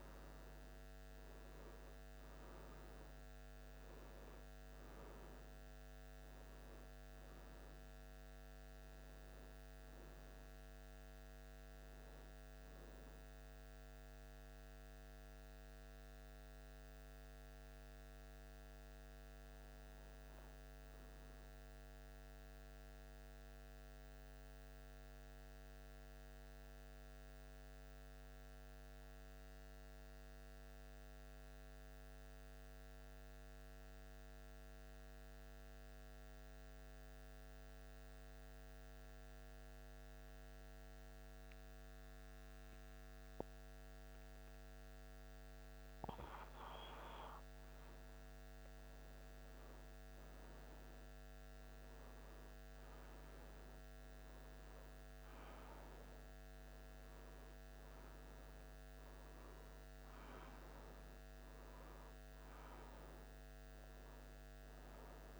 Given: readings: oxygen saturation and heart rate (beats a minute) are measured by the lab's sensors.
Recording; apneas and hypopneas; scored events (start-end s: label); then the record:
breathing in sleep, hard to hear, by a microphone on the trachea; 1
21.00-46.00 s: mixed apnea (oxygen 96% before, 89% lowest, heart rate 77 before, 76 extreme, up 1 after)
36.00-52.00 s: oxygen desaturation (device-marked, oxygen 96% before, 89% lowest, heart rate 76 before, 76 extreme)
51.50-56.00 s: arousal
From the record:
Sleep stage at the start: N2 (light sleep); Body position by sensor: on the back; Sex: male